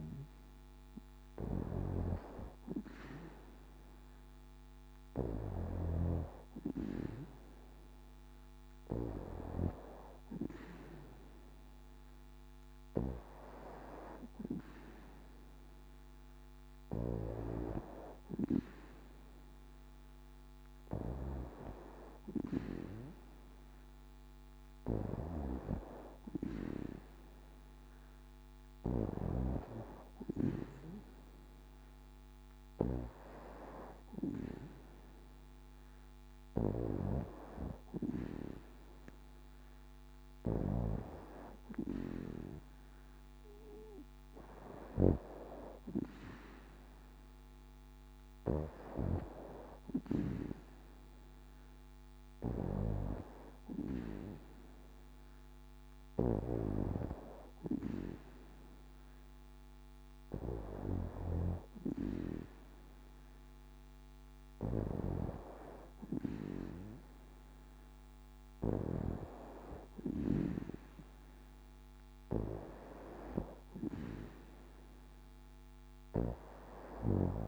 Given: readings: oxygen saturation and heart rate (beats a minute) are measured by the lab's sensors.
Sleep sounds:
breathing in sleep by a microphone on the trachea; none
none scored
From the record:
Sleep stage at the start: N2 (light sleep); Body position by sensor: on the back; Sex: female

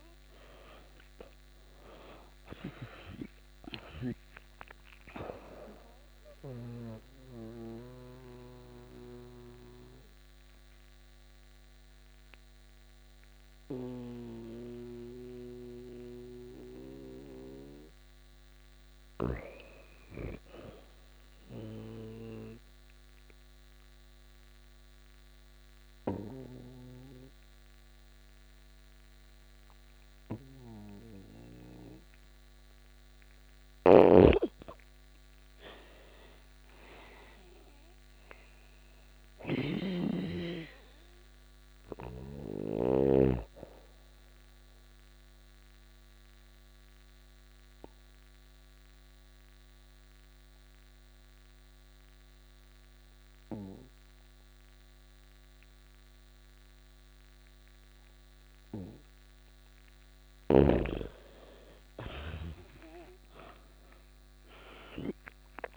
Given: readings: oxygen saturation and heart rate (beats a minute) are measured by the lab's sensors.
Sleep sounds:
breathing in sleep by a microphone on the trachea; 3
0.00-1.50 s: arousal
0.00-3.50 s: snoring (device-marked)
0.00-18.00 s: oxygen desaturation (device-marked, oxygen 86% lowest)
5.50-16.50 s: mixed apnea (oxygen 99% before, 85% lowest)
18.00-20.50 s: arousal
21.50-32.50 s: obstructive apnea (oxygen 99% before, 85% lowest)
28.00-55.00 s: oxygen desaturation (device-marked, oxygen 99% before, 85% lowest)
33.00-42.00 s: snoring (device-marked)
34.50-38.50 s: arousal
44.50-58.50 s: obstructive apnea (oxygen 99% before, 85% lowest)
60.50-64.00 s: arousal
From the record:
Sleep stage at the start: N2 (light sleep); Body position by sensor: on the back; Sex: female

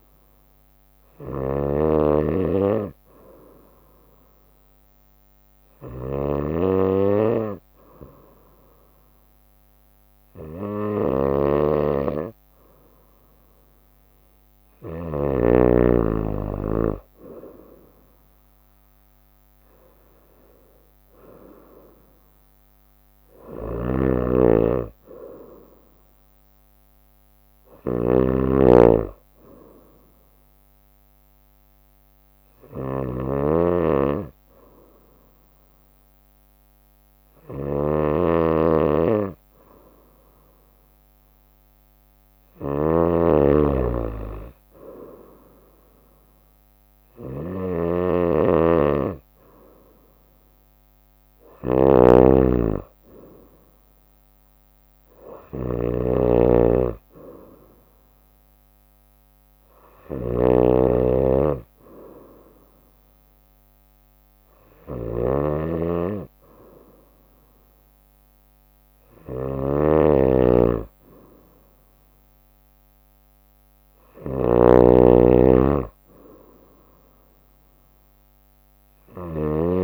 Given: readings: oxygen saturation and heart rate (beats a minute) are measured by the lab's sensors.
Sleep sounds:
breathing in sleep by a microphone on the trachea; 2
0.00-15.00 s: snoring (device-marked)
1.00-14.00 s: obstructive apnea (oxygen 95% before, 93% lowest, heart rate 63 before, 62 extreme, up 3 after)
16.00-19.00 s: arousal
17.00-29.00 s: drop in pulse transit time (device-marked, heart rate 65 before, 64 extreme)
23.50-79.84 s: snoring (device-marked)
29.50-42.00 s: obstructive apnea (oxygen 94% before, 93% lowest, heart rate 65 before, 61 extreme, up 4 after)
43.50-46.00 s: arousal
49.00-62.00 s: drop in pulse transit time (device-marked, heart rate 64 before, 63 extreme)
From the record:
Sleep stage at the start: N2 (light sleep); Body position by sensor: on the right side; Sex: female

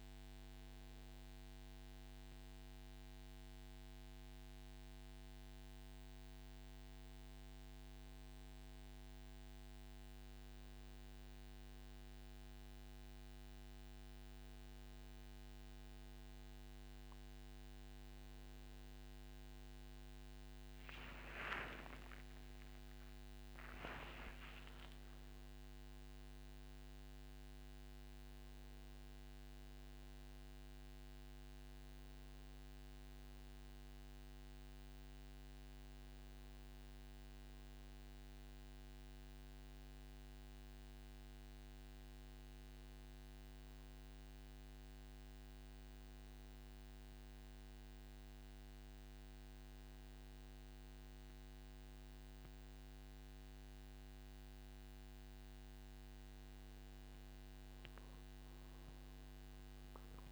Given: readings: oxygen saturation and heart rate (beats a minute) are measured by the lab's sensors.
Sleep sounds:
breathing in sleep, hard to hear, by a microphone on the trachea; none
20.50-24.00 s: arousal
From the record:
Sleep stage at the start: N2 (light sleep); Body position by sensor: on the back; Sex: male

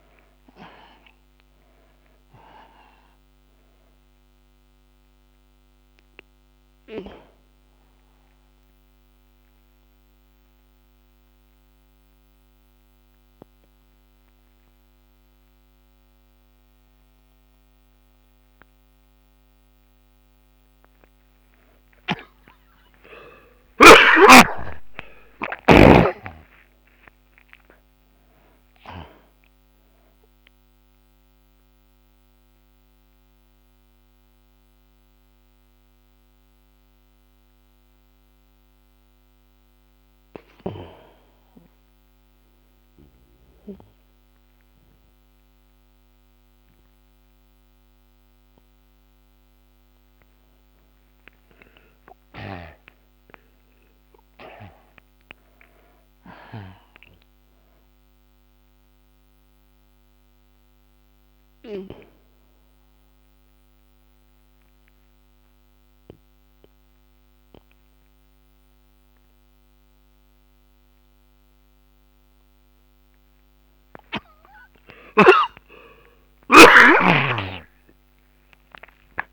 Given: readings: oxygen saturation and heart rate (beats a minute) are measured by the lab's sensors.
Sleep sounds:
breathing in sleep by a microphone on the trachea; 3
0.00-1.00 s: arousal
0.00-22.00 s: oxygen desaturation (device-marked, oxygen 98% before, 82% lowest)
7.50-21.00 s: obstructive apnea (oxygen 98% before, 76% lowest)
22.50-26.00 s: arousal
32.50-49.00 s: mixed apnea (oxygen 96% before, 76% lowest)
39.00-49.00 s: oxygen desaturation (device-marked, oxygen 94% before, 76% lowest)
52.00-55.50 s: arousal
56.00-74.00 s: oxygen desaturation (device-marked, oxygen 98% before, 80% lowest)
60.00-74.50 s: mixed apnea (oxygen 98% before, 78% lowest)
75.50-79.33 s: arousal
From the record:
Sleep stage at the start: N2 (light sleep); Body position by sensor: on the back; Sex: male

